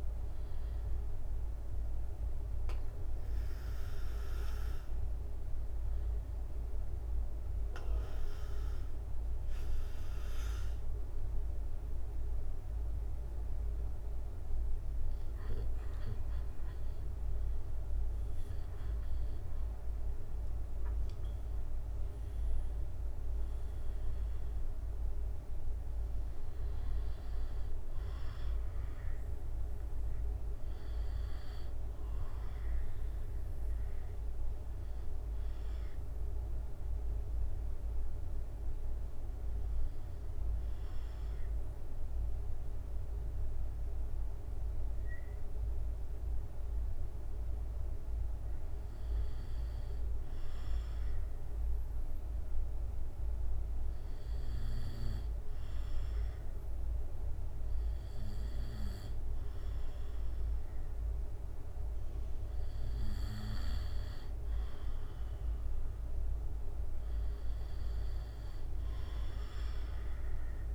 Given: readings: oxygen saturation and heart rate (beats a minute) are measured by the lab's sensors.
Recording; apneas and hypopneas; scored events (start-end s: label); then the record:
breathing in sleep, hard to hear, by a room microphone; 1
27.00-31.50 s: arousal
34.50-61.50 s: obstructive apnea (oxygen 96% before, 95% lowest, heart rate 78 before, 66 extreme, up 4 after)
65.50-69.50 s: arousal
From the record:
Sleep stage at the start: N2 (light sleep); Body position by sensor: on the back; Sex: male